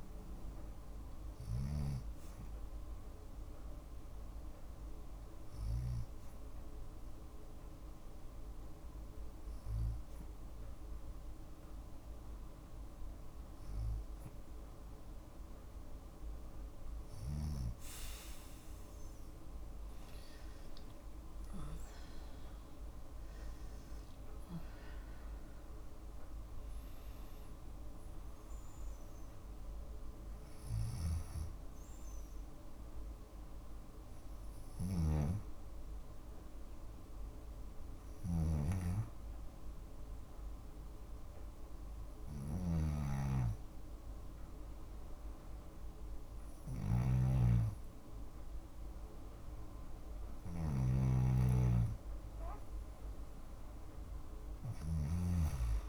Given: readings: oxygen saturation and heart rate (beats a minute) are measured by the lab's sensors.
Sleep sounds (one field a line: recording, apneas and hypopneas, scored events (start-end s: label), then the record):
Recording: breathing in sleep by a room microphone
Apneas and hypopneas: 2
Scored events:
2.00-13.00 s: hypopnea (oxygen 97% before, 93% lowest, heart rate 56 before, 56 extreme, up 3 after)
20.50-25.00 s: arousal
34.00-54.50 s: snoring (device-marked)
34.50-47.00 s: hypopnea (oxygen 96% before, 93% lowest, heart rate 59 before, 55 extreme, up 1 after)
54.50-55.89 s: arousal
From the record:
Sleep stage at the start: N2 (light sleep)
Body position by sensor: on the left side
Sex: female